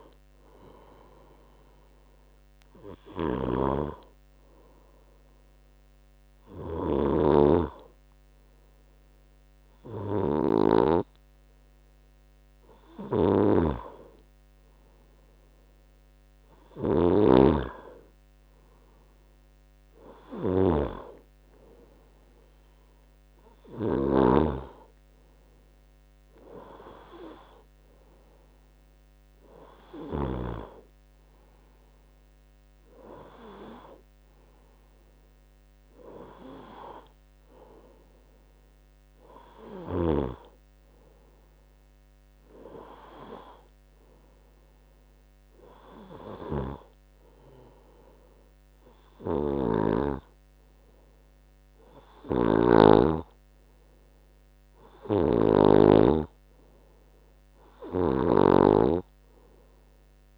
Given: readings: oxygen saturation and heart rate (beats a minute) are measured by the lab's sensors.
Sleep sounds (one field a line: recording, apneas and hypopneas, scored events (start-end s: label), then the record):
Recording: breathing in sleep by a microphone on the trachea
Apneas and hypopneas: 1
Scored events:
1.50-13.50 s: hypopnea (oxygen 97% before, 94% lowest, heart rate 86 before, 62 extreme, up 7 after)
3.50-24.50 s: snoring (device-marked)
14.00-19.00 s: arousal
17.00-37.00 s: oxygen desaturation (device-marked, oxygen 97% before, 94% lowest, heart rate 64 before, 69 extreme)
44.00-60.38 s: new sleep stage, N2 (light sleep)
46.50-56.00 s: snoring (device-marked)
58.00-60.38 s: snoring (device-marked)
From the record:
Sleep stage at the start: N1 (lightest sleep)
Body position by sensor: on the right side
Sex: male